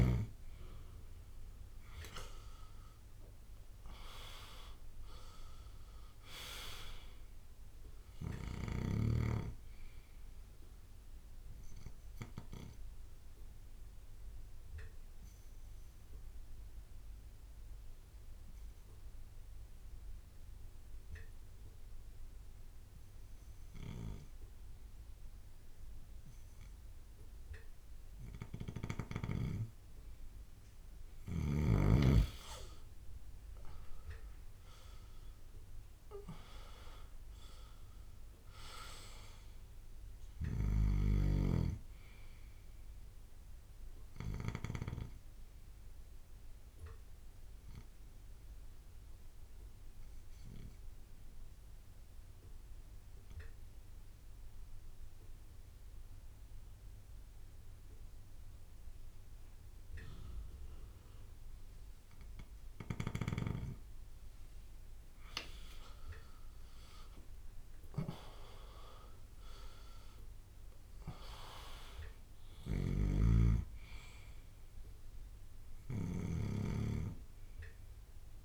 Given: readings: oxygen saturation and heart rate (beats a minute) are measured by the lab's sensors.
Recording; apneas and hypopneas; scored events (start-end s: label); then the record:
breathing in sleep by a room microphone; 2
0.00-5.50 s: arousal
0.00-78.45 s: bradycardia (device-marked)
4.00-26.00 s: oxygen desaturation (device-marked, oxygen 99% before, 93% lowest)
12.00-30.00 s: obstructive apnea (oxygen 99% before, 92% lowest)
31.00-36.00 s: arousal
42.00-60.00 s: oxygen desaturation (device-marked, oxygen 97% before, 92% lowest)
44.50-63.50 s: obstructive apnea (oxygen 99% before, 92% lowest)
65.50-67.50 s: long interval between heartbeats (device-marked)
65.50-70.50 s: arousal
72.00-78.45 s: oxygen desaturation (device-marked, oxygen 99% before, 93% lowest)
72.50-76.50 s: snoring (device-marked)
From the record:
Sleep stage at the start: N2 (light sleep); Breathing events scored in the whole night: 246 in 3.6 hours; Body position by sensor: on the back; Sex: male